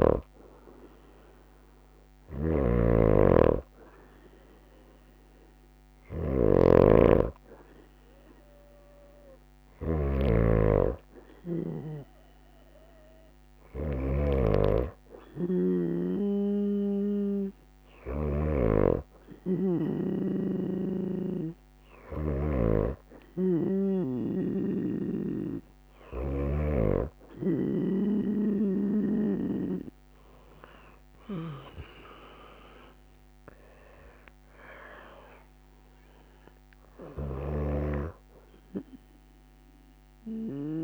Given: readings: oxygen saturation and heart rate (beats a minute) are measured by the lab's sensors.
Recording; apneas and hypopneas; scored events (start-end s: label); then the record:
breathing in sleep by a microphone on the trachea; none
none scored
From the record:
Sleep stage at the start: N2 (light sleep); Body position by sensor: on the right side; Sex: female